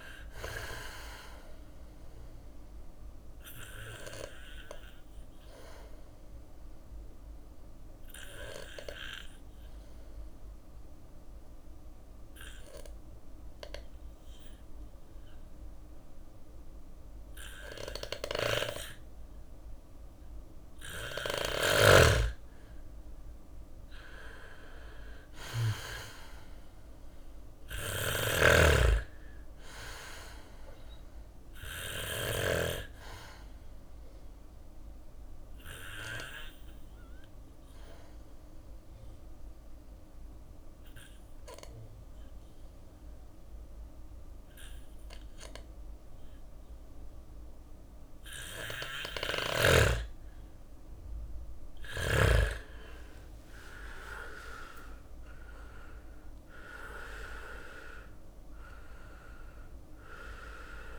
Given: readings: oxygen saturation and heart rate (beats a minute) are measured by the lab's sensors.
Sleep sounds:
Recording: breathing in sleep by a room microphone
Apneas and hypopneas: 2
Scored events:
0.00-17.50 s: bradycardia (device-marked, heart rate 54 extreme)
1.50-19.00 s: obstructive apnea (oxygen 99% before, 92% lowest, heart rate 58 before, 55 extreme, up 4 after)
4.50-15.50 s: oxygen desaturation (device-marked, oxygen 98% before, 94% lowest, heart rate 58 before, 56 extreme)
17.00-24.50 s: snoring (device-marked)
21.00-24.00 s: arousal
21.50-34.50 s: drop in pulse transit time (device-marked, heart rate 57 before, 59 extreme)
23.50-25.50 s: bradycardia (device-marked, heart rate 60 before, 60 extreme)
23.50-45.50 s: oxygen desaturation (device-marked, oxygen 98% before, 92% lowest, heart rate 57 before, 56 extreme)
26.50-31.50 s: snoring (device-marked)
30.50-48.50 s: bradycardia (device-marked, heart rate 60 before, 56 extreme)
31.00-48.50 s: obstructive apnea (oxygen 98% before, 92% lowest, heart rate 59 before, 56 extreme, up 7 after)
50.00-53.00 s: arousal
51.50-60.99 s: drop in pulse transit time (device-marked, heart rate 58 before, 60 extreme)
57.50-60.99 s: oxygen desaturation (device-marked, oxygen 98% before, 93% lowest, heart rate 59 before, 57 extreme)
From the record:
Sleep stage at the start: N2 (light sleep)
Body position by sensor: on the back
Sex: male

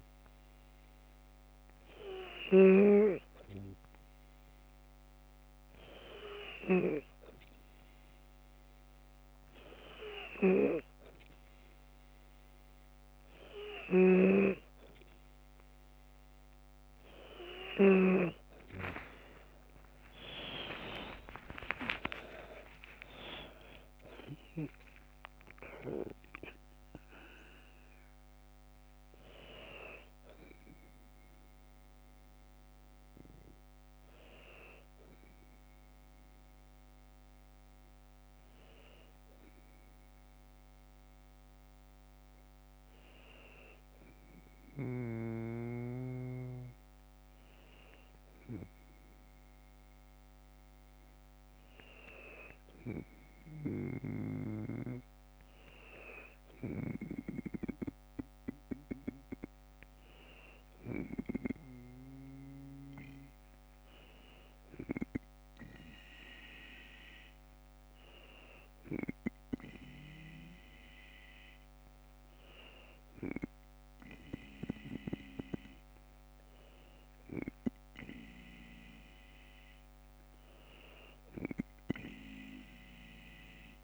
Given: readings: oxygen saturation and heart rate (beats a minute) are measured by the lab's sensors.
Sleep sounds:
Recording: breathing in sleep by a microphone on the trachea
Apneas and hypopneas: none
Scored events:
18.50-22.00 s: arousal
21.00-23.00 s: long interval between heartbeats (device-marked, heart rate 51 before, 71 extreme)
From the record:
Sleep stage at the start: N2 (light sleep)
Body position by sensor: on the left side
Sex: female

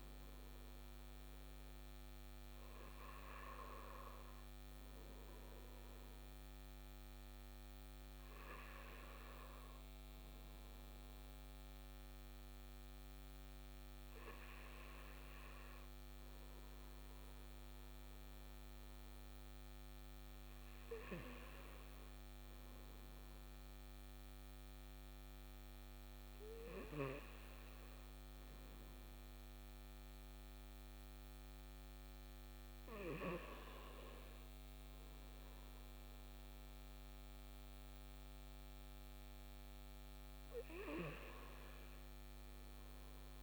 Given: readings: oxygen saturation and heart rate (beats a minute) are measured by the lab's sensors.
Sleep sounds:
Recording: breathing in sleep by a microphone on the trachea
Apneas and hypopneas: none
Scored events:
none scored
From the record:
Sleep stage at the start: N2 (light sleep)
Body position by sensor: on the right side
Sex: male

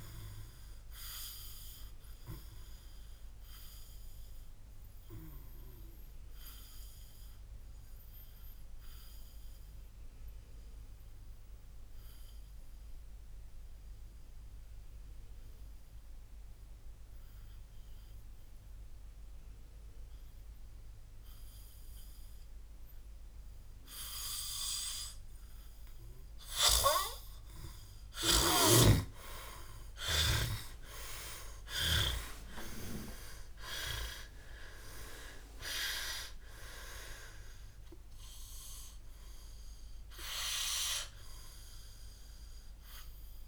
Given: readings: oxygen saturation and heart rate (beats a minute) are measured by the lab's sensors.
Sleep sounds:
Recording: breathing in sleep by a room microphone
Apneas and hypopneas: 1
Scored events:
0.00-1.50 s: oxygen desaturation (device-marked, oxygen 88% lowest, heart rate 55 extreme)
6.50-26.00 s: obstructive apnea (oxygen 99% before, 90% lowest, heart rate 64 before, 55 extreme, up 47 after)
22.50-29.50 s: oxygen desaturation (device-marked, oxygen 96% before, 90% lowest, heart rate 59 before, 57 extreme)
30.00-36.50 s: arousal
40.50-43.48 s: oxygen desaturation (device-marked, oxygen 100% before, 92% lowest, heart rate 75 before, 57 extreme)
From the record:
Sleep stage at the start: N2 (light sleep)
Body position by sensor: on the back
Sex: male

